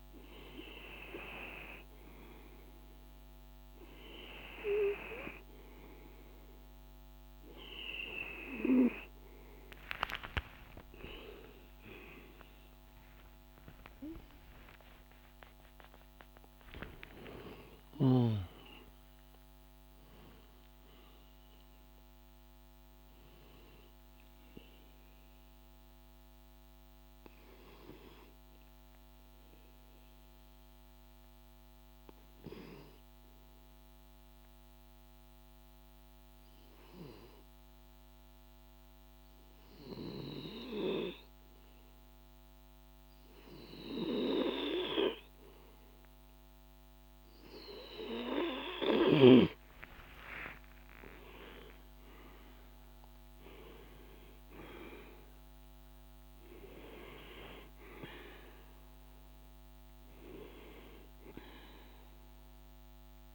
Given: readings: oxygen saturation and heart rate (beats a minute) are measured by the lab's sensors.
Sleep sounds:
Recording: breathing in sleep by a microphone on the trachea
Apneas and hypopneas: 1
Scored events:
8.50-14.00 s: arousal
24.00-37.00 s: hypopnea (oxygen 95% before, 92% lowest, heart rate 86 before, 51 extreme)
44.50-63.35 s: oxygen desaturation (device-marked, oxygen 97% before, 92% lowest, heart rate 56 before, 50 extreme)
47.50-51.00 s: arousal
From the record:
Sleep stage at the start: N2 (light sleep)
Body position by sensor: on the right side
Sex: male

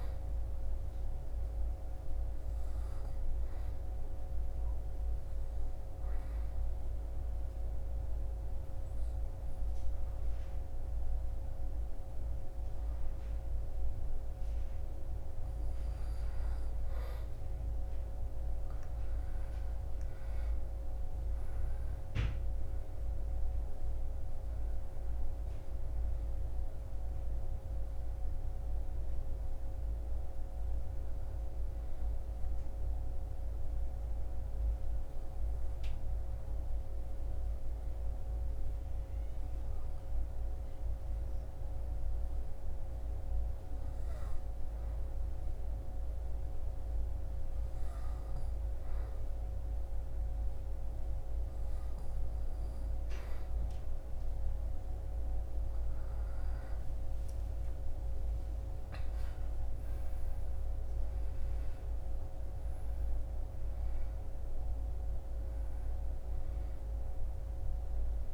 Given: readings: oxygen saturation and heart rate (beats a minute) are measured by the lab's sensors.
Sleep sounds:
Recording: breathing in sleep, hard to hear, by a room microphone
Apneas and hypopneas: 2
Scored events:
2.50-14.50 s: obstructive apnea (oxygen 98% before, 95% lowest, heart rate 65 before, 63 extreme, up 6 after)
17.00-22.50 s: arousal
33.50-53.50 s: obstructive apnea (oxygen 97% before, 95% lowest, heart rate 66 before, 59 extreme, up 9 after)
55.50-60.50 s: arousal
From the record:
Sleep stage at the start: N2 (light sleep)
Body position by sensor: on the back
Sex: male

